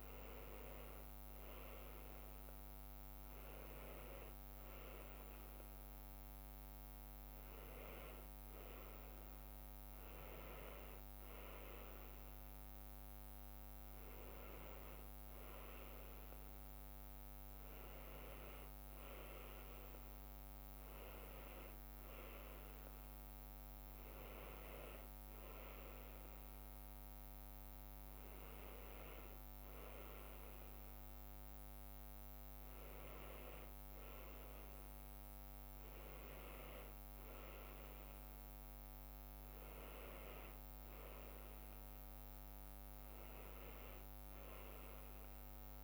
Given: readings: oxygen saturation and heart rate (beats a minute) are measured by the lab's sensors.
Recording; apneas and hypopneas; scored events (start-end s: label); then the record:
breathing in sleep, hard to hear, by a microphone on the trachea; none
23.00-45.84 s: new sleep stage, N2 (light sleep)
From the record:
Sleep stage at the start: N1 (lightest sleep); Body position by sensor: on the back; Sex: female